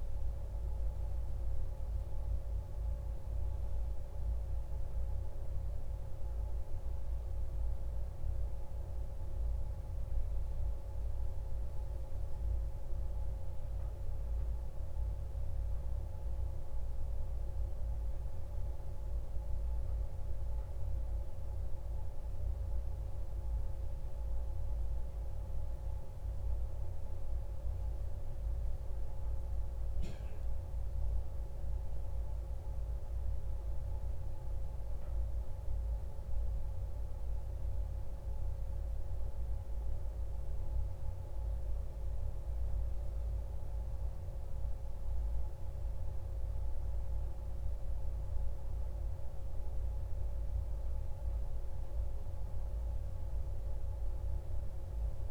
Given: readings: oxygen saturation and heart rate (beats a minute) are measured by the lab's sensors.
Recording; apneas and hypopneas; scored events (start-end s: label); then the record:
breathing in sleep, hard to hear, by a room microphone; none
none scored
From the record:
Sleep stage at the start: N1 (lightest sleep); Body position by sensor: on the back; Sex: male